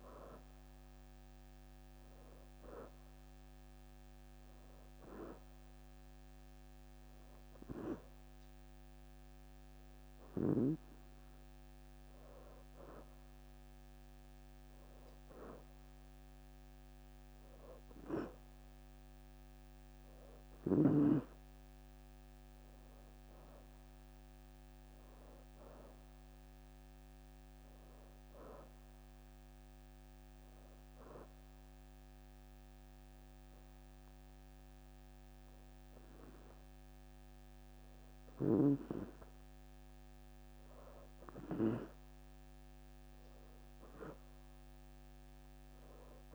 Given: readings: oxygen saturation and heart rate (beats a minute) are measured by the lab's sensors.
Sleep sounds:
breathing in sleep by a microphone on the trachea; none
1.50-5.50 s: leg movement (device-marked)
21.00-25.00 s: arousal
23.00-24.00 s: leg movement (device-marked)
From the record:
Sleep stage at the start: N2 (light sleep); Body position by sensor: on the back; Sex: female

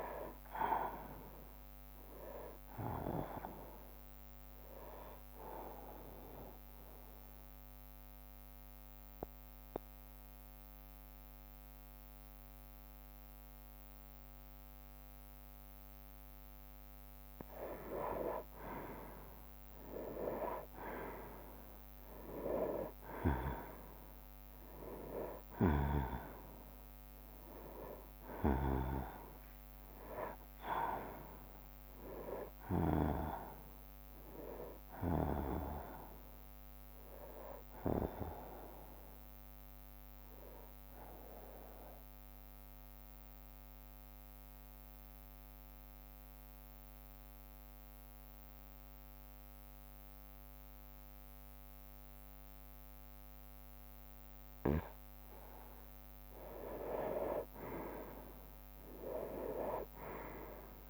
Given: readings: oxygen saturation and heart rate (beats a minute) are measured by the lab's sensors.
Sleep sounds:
breathing in sleep by a microphone on the trachea; 2
0.00-1.50 s: long interval between heartbeats (device-marked, heart rate 76 extreme)
0.00-2.00 s: arousal
2.00-15.00 s: drop in pulse transit time (device-marked, heart rate 74 before, 63 extreme)
5.00-16.00 s: obstructive apnea (oxygen 97% before, 91% lowest, heart rate 73 before, 63 extreme, up 6 after)
18.00-21.50 s: arousal
21.00-60.90 s: new sleep stage, N2 (light sleep)
22.00-46.00 s: oxygen desaturation (device-marked, oxygen 96% before, 91% lowest, heart rate 67 before, 60 extreme)
26.00-28.00 s: long interval between heartbeats (device-marked, heart rate 66 before, 72 extreme)
29.00-42.00 s: drop in pulse transit time (device-marked, heart rate 67 before, 66 extreme)
30.00-32.00 s: long interval between heartbeats (device-marked, heart rate 67 before, 82 extreme)
41.50-55.50 s: mixed apnea (oxygen 96% before, 90% lowest, heart rate 73 before, 60 extreme, up 10 after)
From the record:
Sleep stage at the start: N1 (lightest sleep); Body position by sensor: on the right side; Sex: male

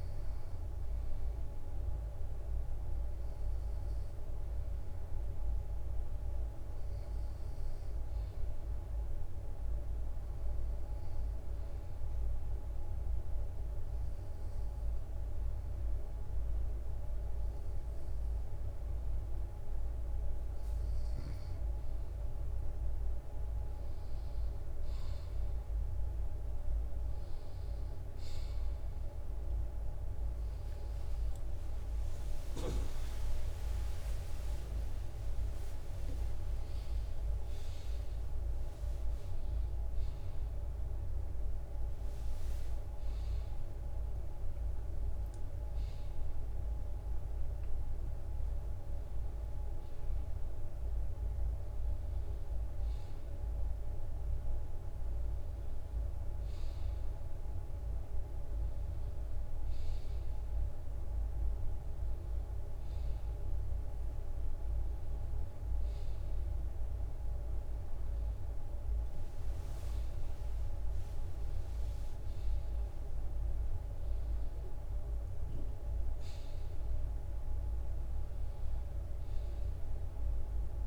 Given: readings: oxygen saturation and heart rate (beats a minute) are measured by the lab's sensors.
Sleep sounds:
breathing in sleep, hard to hear, by a room microphone; 1
10.00-21.00 s: hypopnea (oxygen 95% before, 93% lowest, heart rate 65 before, 64 extreme, up 4 after)
30.50-43.50 s: drop in pulse transit time (device-marked, heart rate 66 before, 69 extreme)
31.50-36.00 s: arousal
37.50-80.87 s: new sleep stage, N1 (lightest sleep)
From the record:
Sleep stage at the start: N2 (light sleep); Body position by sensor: on the right side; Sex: male

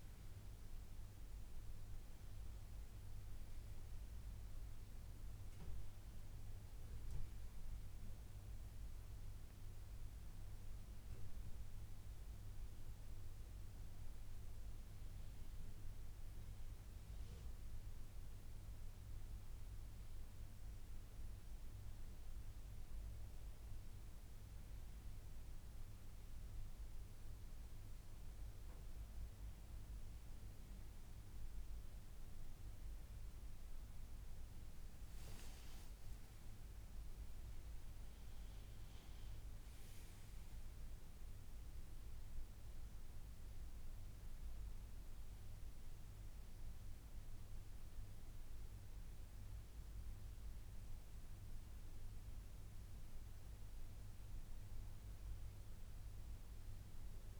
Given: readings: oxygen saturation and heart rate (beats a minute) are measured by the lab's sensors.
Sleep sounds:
a person partly awake in a sleep study, hard to hear, by a room microphone; none
39.50-57.40 s: new sleep stage, awake
From the record:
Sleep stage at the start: N1 (lightest sleep); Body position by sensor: on the back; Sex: male

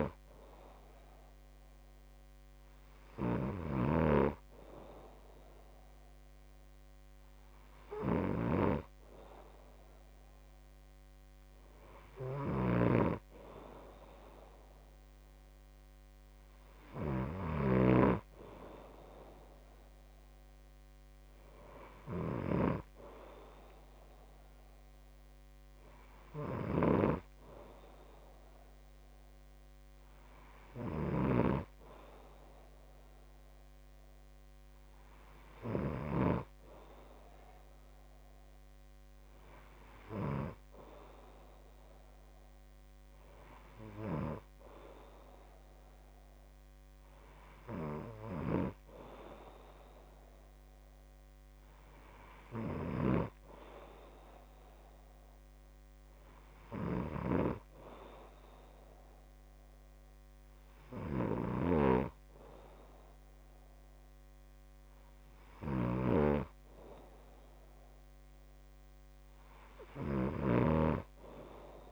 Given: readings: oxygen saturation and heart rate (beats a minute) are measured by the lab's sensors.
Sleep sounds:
breathing in sleep by a microphone on the trachea; none
none scored
From the record:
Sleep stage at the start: N2 (light sleep); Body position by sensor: on the back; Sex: male

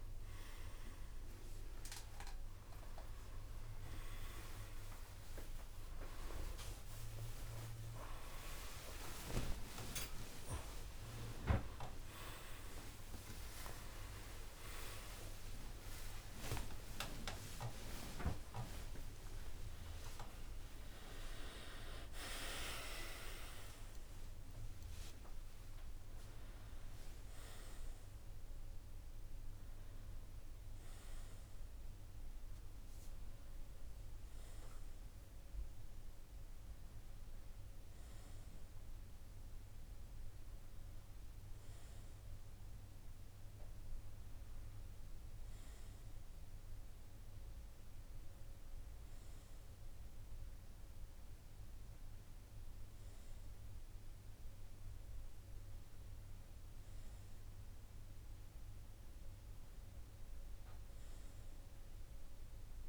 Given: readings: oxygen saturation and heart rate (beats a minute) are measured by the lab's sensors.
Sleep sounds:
a person partly awake in a sleep study, by a room microphone; none
21.50-62.89 s: new sleep stage, N1 (lightest sleep)
57.50-62.89 s: oxygen desaturation (device-marked, oxygen 98% before, 94% lowest, heart rate 60 before, 56 extreme)
From the record:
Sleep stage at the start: awake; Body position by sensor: on the right side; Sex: male

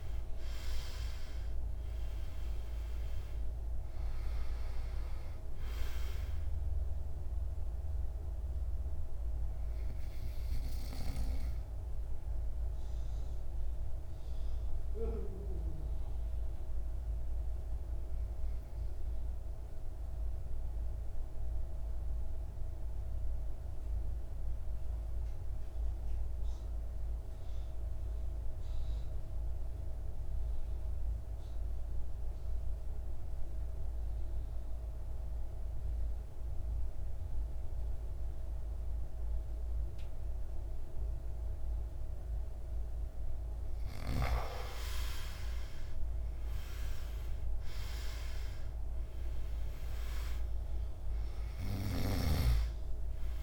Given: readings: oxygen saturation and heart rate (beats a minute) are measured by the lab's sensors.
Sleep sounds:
breathing in sleep by a room microphone; 1
0.00-31.50 s: oxygen desaturation (device-marked, oxygen 80% lowest, heart rate 52 extreme)
8.00-43.00 s: obstructive apnea (oxygen 99% before, 77% lowest, heart rate 63 before, 51 extreme, up 15 after)
36.50-53.43 s: oxygen desaturation (device-marked, oxygen 100% before, 77% lowest, heart rate 56 before, 51 extreme)
45.00-49.50 s: arousal
From the record:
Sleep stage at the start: N2 (light sleep); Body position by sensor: on the back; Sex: male

